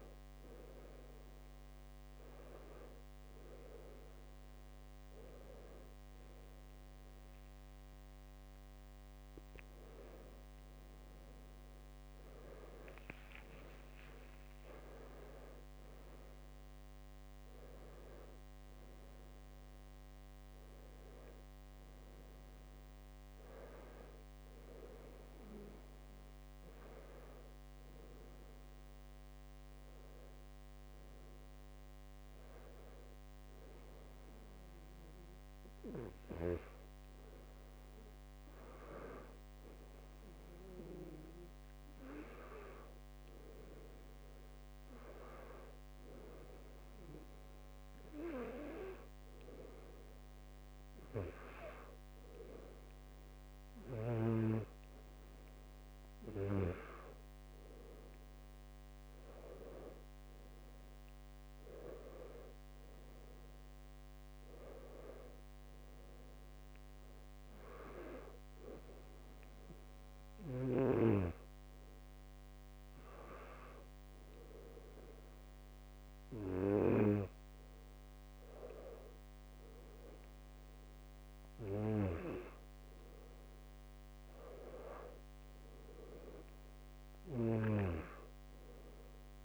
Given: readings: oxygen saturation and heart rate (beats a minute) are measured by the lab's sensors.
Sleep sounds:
a person partly awake in a sleep study, by a microphone on the trachea; none
13.00-73.00 s: new sleep stage, N1 (lightest sleep)
73.00-89.45 s: new sleep stage, N2 (light sleep)
From the record:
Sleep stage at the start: awake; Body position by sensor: on the back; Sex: male

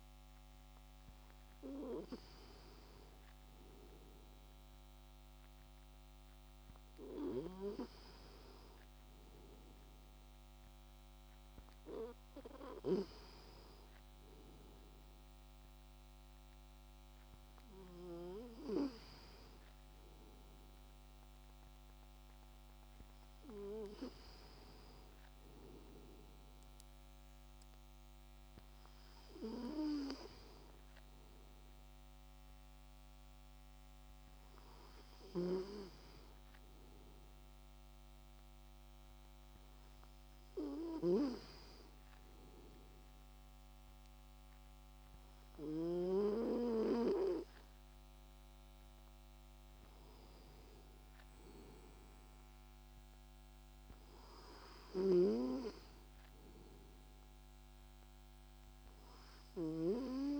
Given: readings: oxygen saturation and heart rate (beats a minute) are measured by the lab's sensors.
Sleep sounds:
breathing in sleep by a microphone on the trachea; none
56.50-59.50 s: arousal
From the record:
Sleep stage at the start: N2 (light sleep); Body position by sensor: on the back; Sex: male

